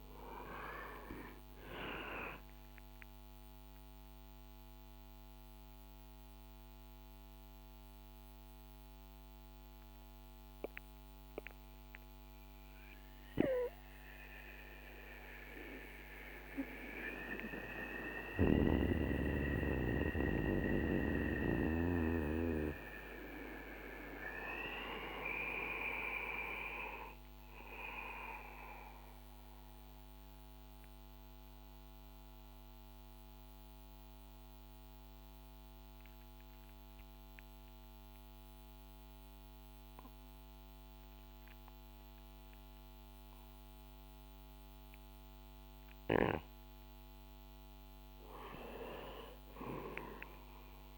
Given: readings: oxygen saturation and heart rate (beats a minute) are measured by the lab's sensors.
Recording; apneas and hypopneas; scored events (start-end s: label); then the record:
breathing in sleep by a microphone on the trachea; 1
4.00-46.50 s: mixed apnea (oxygen 96% before, 84% lowest, heart rate 69 before, 59 extreme, up 4 after)
11.00-28.00 s: oxygen desaturation (device-marked, oxygen 94% before, 84% lowest, heart rate 74 before, 65 extreme)
48.00-50.98 s: arousal
From the record:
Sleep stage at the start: REM sleep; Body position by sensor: on the back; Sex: male